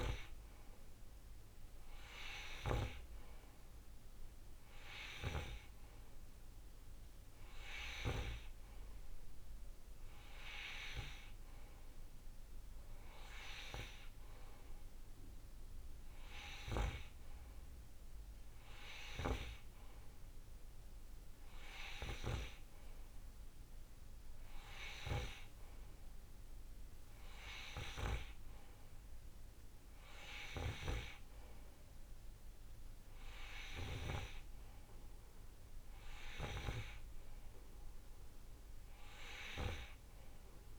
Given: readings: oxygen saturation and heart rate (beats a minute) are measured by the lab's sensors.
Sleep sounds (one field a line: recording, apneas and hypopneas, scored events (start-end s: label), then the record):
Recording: breathing in sleep by a room microphone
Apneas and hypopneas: none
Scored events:
none scored
From the record:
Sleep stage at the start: N2 (light sleep)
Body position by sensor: on the right side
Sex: male